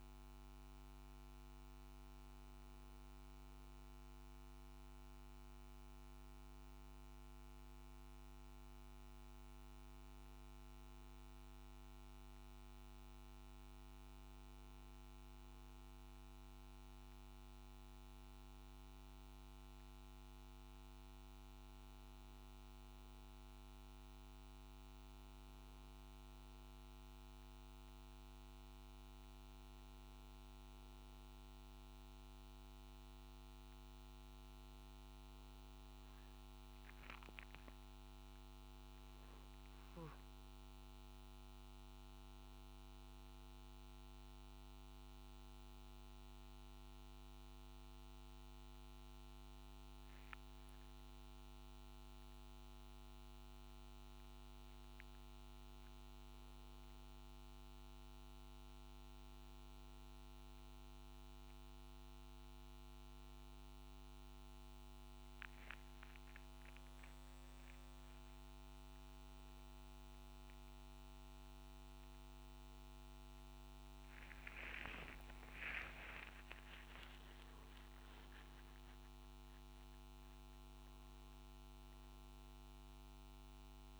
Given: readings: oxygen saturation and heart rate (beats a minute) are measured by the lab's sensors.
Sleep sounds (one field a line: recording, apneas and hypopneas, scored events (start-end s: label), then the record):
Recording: breathing in sleep, hard to hear, by a microphone on the trachea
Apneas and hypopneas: none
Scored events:
68.00-84.00 s: new sleep stage, N1 (lightest sleep)
74.50-78.50 s: arousal
From the record:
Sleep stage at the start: N2 (light sleep)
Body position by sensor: on the back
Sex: male